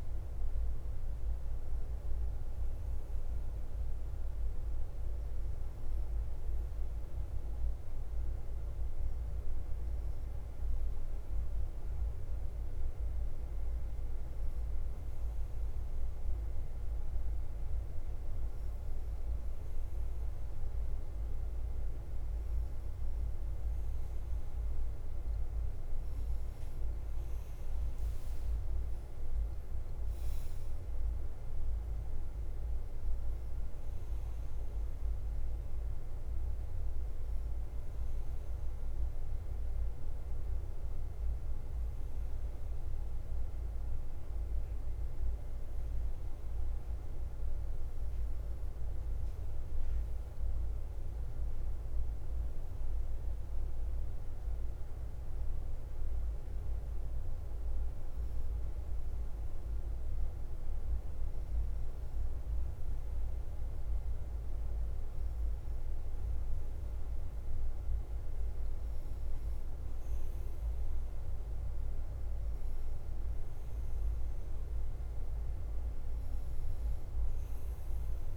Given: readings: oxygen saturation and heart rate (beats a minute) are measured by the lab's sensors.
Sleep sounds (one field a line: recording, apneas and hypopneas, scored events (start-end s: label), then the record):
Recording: breathing in sleep, hard to hear, by a room microphone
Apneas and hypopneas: none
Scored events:
0.00-27.00 s: bradycardia (device-marked, heart rate 40 extreme)
29.00-47.00 s: bradycardia (device-marked, heart rate 49 before, 42 extreme)
53.00-78.37 s: bradycardia (device-marked, heart rate 49 before, 40 extreme)
75.00-78.37 s: new sleep stage, awake
From the record:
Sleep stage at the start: N3 (deep sleep)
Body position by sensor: on the front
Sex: male